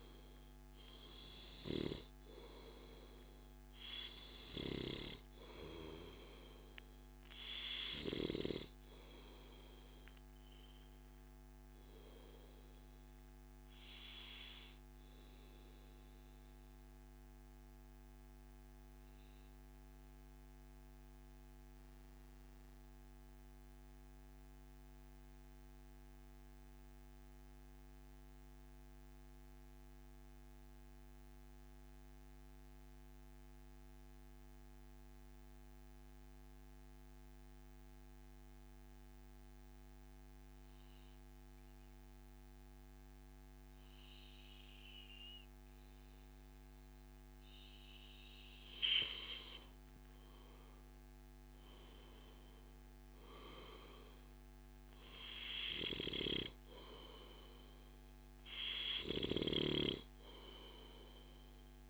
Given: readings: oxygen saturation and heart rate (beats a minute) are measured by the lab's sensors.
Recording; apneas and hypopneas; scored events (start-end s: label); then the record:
breathing in sleep by a microphone on the trachea; 1
0.00-1.50 s: long interval between heartbeats (device-marked, heart rate 92 extreme)
0.00-31.50 s: oxygen desaturation (device-marked, oxygen 90% lowest, heart rate 84 extreme)
15.00-17.00 s: long interval between heartbeats (device-marked, heart rate 103 before, 97 extreme)
15.00-47.00 s: mixed apnea (oxygen 97% before, 90% lowest, heart rate 103 before, 84 extreme, up 17 after)
24.50-26.50 s: long interval between heartbeats (device-marked, heart rate 101 before, 88 extreme)
32.00-34.00 s: long interval between heartbeats (device-marked, heart rate 97 before, 109 extreme)
43.00-45.00 s: long interval between heartbeats (device-marked, heart rate 102 before, 97 extreme)
46.00-48.00 s: long interval between heartbeats (device-marked, heart rate 103 before, 100 extreme)
49.50-54.00 s: arousal
51.00-53.00 s: long interval between heartbeats (device-marked, heart rate 104 before, 106 extreme)
55.50-61.90 s: oxygen desaturation (device-marked, oxygen 96% before, 92% lowest, heart rate 105 before, 97 extreme)
From the record:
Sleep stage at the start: N2 (light sleep); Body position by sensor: on the back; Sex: male